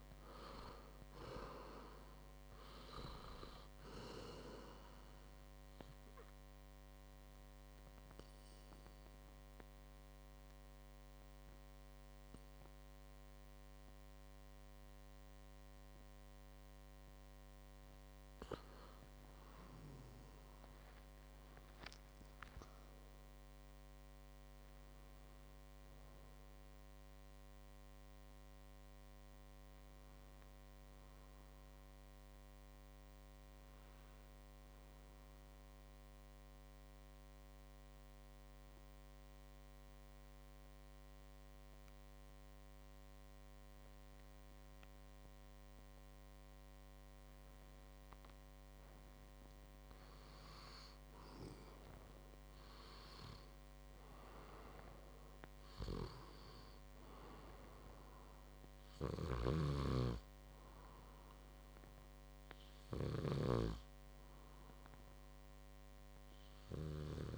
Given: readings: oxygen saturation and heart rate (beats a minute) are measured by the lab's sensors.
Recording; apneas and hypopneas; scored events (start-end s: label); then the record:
breathing in sleep by a microphone on the trachea; 2
0.00-20.00 s: oxygen desaturation (device-marked, oxygen 89% lowest, heart rate 53 extreme)
6.50-18.50 s: obstructive apnea (oxygen 99% before, 89% lowest, heart rate 60 before, 53 extreme, up 15 after)
21.00-25.50 s: arousal
38.00-49.00 s: obstructive apnea (oxygen 99% before, 91% lowest, heart rate 61 before, 56 extreme, up 7 after)
49.00-67.38 s: oxygen desaturation (device-marked, oxygen 98% before, 91% lowest, heart rate 58 before, 58 extreme)
51.00-55.50 s: arousal
From the record:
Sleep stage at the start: N2 (light sleep); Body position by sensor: on the back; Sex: male